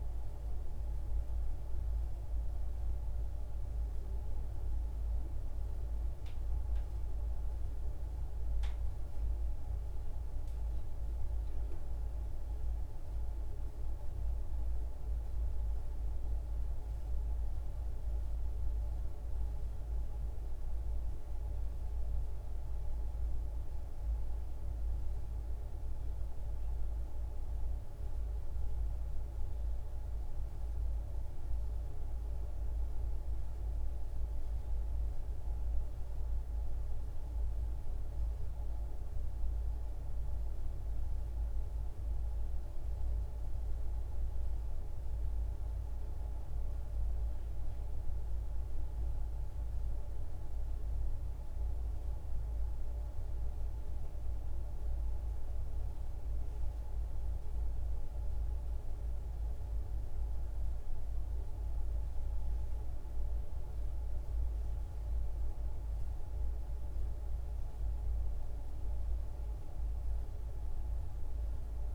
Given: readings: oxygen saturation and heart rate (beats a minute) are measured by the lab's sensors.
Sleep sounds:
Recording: breathing in sleep, hard to hear, by a room microphone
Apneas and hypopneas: none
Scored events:
none scored
From the record:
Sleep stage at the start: N2 (light sleep)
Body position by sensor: on the back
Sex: female

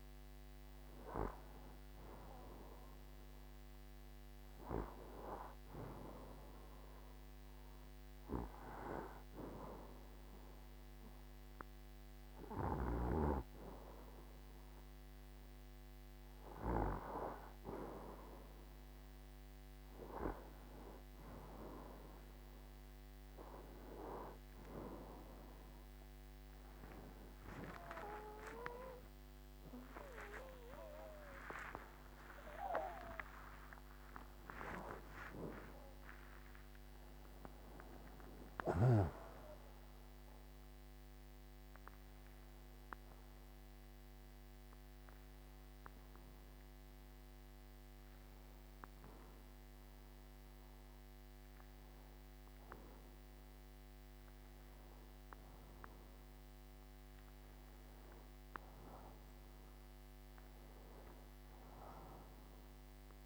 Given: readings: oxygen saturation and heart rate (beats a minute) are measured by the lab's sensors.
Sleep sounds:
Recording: breathing in sleep by a microphone on the trachea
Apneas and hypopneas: 2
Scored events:
8.00-19.00 s: obstructive apnea (oxygen 91% before, 88% lowest, heart rate 85 before, 77 extreme, up 0 after)
29.00-34.50 s: arousal
42.00-55.50 s: hypopnea (oxygen 91% before, 89% lowest, heart rate 113 before, 77 extreme, up 0 after)
57.50-62.00 s: arousal
From the record:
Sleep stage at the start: N2 (light sleep)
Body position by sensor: on the right side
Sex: male

